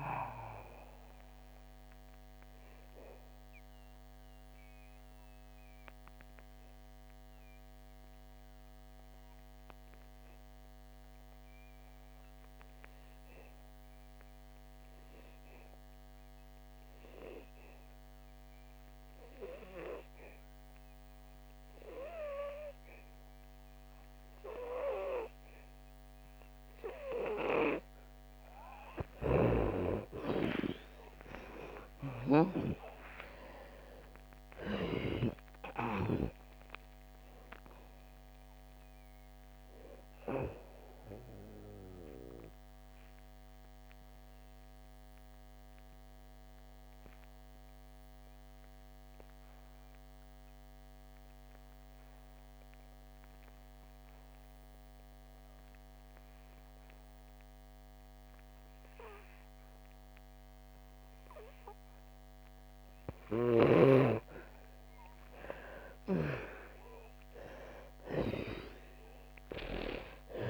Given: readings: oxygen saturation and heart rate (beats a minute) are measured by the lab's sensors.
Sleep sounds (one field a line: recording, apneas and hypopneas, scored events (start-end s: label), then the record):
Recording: breathing in sleep by a microphone on the trachea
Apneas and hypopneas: 2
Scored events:
0.00-19.50 s: oxygen desaturation (device-marked, oxygen 82% lowest, heart rate 58 extreme)
1.50-27.50 s: obstructive apnea (oxygen 99% before, 82% lowest, heart rate 74 before, 58 extreme, up 11 after)
24.50-60.50 s: oxygen desaturation (device-marked, oxygen 99% before, 83% lowest, heart rate 62 before, 59 extreme)
29.00-32.50 s: snoring (device-marked)
30.00-34.00 s: arousal
41.00-61.00 s: obstructive apnea (oxygen 99% before, 83% lowest, heart rate 69 before, 59 extreme, up 10 after)
62.50-70.50 s: oxygen desaturation (device-marked, oxygen 99% before, 85% lowest, heart rate 62 before, 59 extreme)
65.50-69.50 s: arousal
From the record:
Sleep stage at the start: N2 (light sleep)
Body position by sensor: on the back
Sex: female